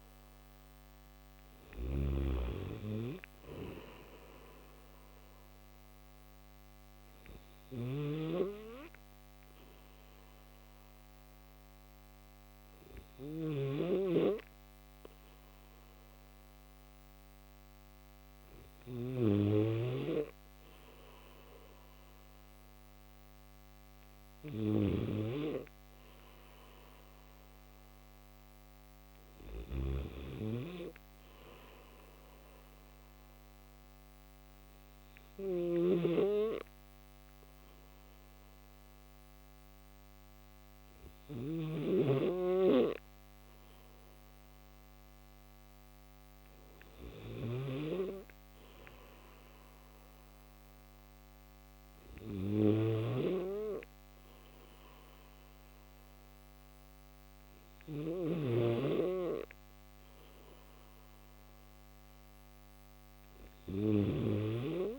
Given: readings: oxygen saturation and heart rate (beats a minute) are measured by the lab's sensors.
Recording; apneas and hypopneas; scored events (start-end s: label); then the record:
breathing in sleep by a microphone on the trachea; 2
0.00-1.50 s: snoring (device-marked)
0.00-18.50 s: oxygen desaturation (device-marked, oxygen 92% lowest, heart rate 73 extreme)
6.50-19.00 s: obstructive apnea (oxygen 97% before, 92% lowest, heart rate 75 before, 73 extreme, up 4 after)
7.50-29.50 s: snoring (device-marked)
12.50-64.99 s: new sleep stage, N3 (deep sleep)
31.50-45.00 s: obstructive apnea (oxygen 95% before, 92% lowest, heart rate 75 before, 74 extreme, up 2 after)
35.50-64.99 s: snoring (device-marked)
48.50-63.50 s: oxygen desaturation (device-marked, oxygen 95% before, 92% lowest, heart rate 75 before, 74 extreme)
From the record:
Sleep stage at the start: N2 (light sleep); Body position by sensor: on the back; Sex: male